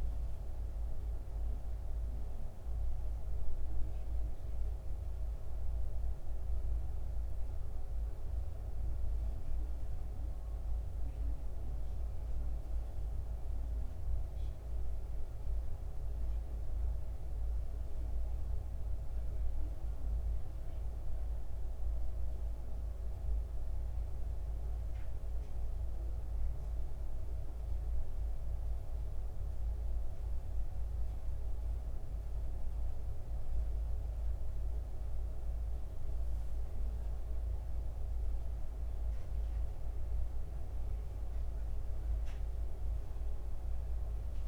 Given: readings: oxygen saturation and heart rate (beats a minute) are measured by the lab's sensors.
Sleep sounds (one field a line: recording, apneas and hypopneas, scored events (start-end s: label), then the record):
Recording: breathing in sleep, hard to hear, by a room microphone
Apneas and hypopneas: 1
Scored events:
21.50-44.47 s: new sleep stage, N2 (light sleep)
23.00-33.50 s: central apnea (oxygen 95% before, 88% lowest, heart rate 72 before, 67 extreme, up 8 after)
37.00-41.00 s: arousal
From the record:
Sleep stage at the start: N1 (lightest sleep)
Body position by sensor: on the back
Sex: male